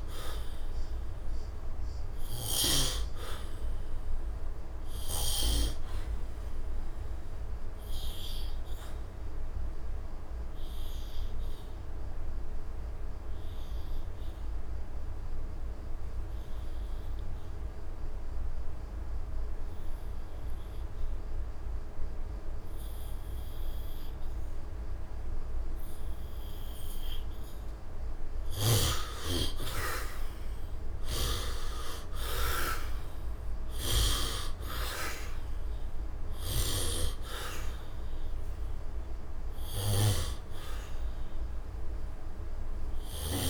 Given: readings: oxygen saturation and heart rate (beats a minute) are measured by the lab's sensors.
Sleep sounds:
breathing in sleep by a room microphone; 1
0.00-1.50 s: arousal
0.00-2.50 s: snoring (device-marked)
0.00-17.50 s: oxygen desaturation (device-marked, oxygen 88% lowest, heart rate 73 extreme)
9.00-27.00 s: obstructive apnea (oxygen 100% before, 75% lowest, heart rate 78 before, 73 extreme, up 12 after)
27.50-43.50 s: oxygen desaturation (device-marked, oxygen 96% before, 75% lowest, heart rate 76 before, 71 extreme)
29.00-33.50 s: arousal
33.00-36.50 s: snoring (device-marked)
From the record:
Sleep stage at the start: N2 (light sleep); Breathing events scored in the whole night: 417 in 5.0 hours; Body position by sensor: on the back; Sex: male

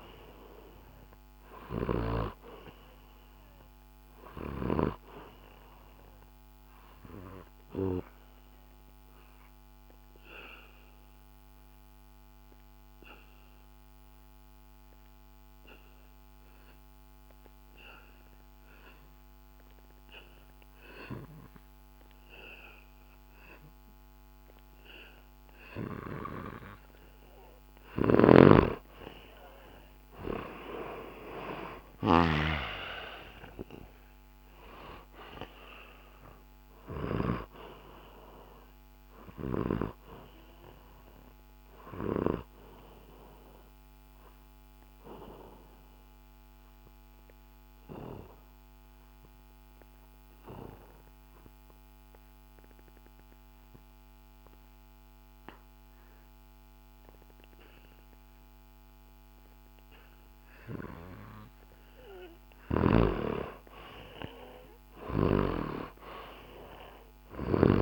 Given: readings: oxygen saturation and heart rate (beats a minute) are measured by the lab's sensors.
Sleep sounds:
breathing in sleep by a microphone on the trachea; 2
0.00-16.50 s: oxygen desaturation (device-marked, oxygen 89% lowest, heart rate 64 extreme)
6.50-27.50 s: obstructive apnea (oxygen 97% before, 89% lowest, heart rate 67 before, 64 extreme, up 3 after)
27.50-37.00 s: snoring (device-marked)
28.50-44.50 s: oxygen desaturation (device-marked, oxygen 98% before, 90% lowest, heart rate 69 before, 63 extreme)
29.00-33.50 s: arousal
39.00-62.00 s: obstructive apnea (oxygen 98% before, 89% lowest, heart rate 67 before, 63 extreme)
62.50-67.50 s: snoring (device-marked)
64.00-67.82 s: arousal
From the record:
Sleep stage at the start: N2 (light sleep); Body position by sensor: on the back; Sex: male

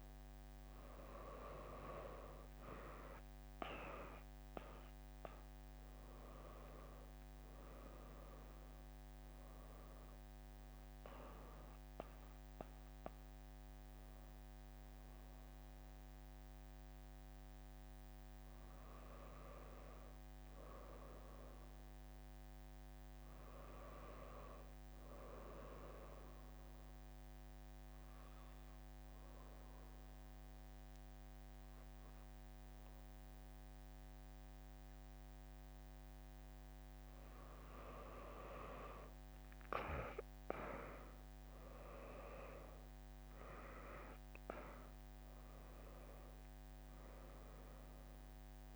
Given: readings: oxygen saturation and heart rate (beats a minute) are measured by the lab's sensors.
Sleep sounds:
breathing in sleep by a microphone on the trachea; 1
17.50-21.00 s: arousal
28.00-38.00 s: obstructive apnea (oxygen 99% before, 96% lowest, heart rate 83 before, 62 extreme)
41.00-45.50 s: arousal
From the record:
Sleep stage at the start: N2 (light sleep); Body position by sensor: on the back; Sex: female

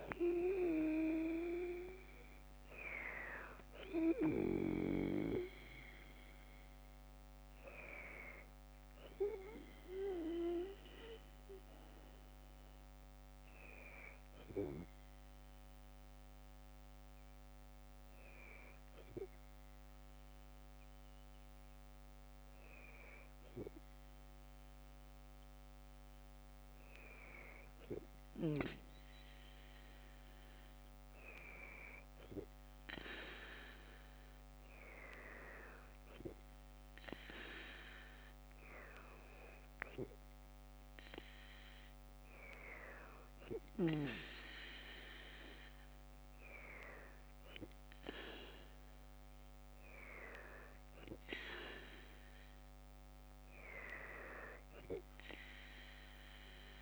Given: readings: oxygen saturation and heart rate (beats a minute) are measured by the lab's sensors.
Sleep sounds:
breathing in sleep by a microphone on the trachea; none
0.00-20.00 s: oxygen desaturation (device-marked, oxygen 93% lowest, heart rate 50 extreme)
22.50-26.50 s: arousal
From the record:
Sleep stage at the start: N2 (light sleep); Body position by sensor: on the left side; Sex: female

